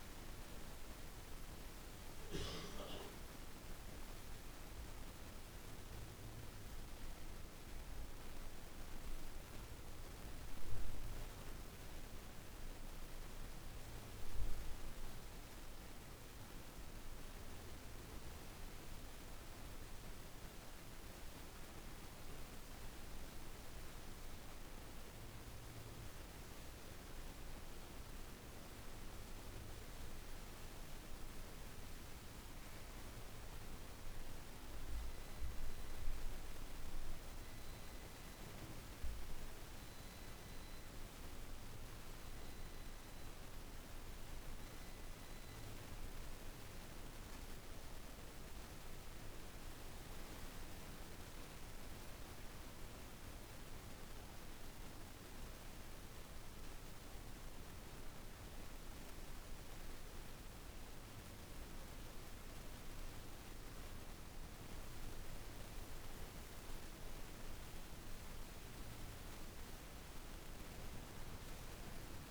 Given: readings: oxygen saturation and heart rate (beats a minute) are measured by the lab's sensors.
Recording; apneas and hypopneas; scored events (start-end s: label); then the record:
breathing in sleep, hard to hear, by a room microphone; none
none scored
From the record:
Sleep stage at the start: N1 (lightest sleep); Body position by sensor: on the back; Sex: female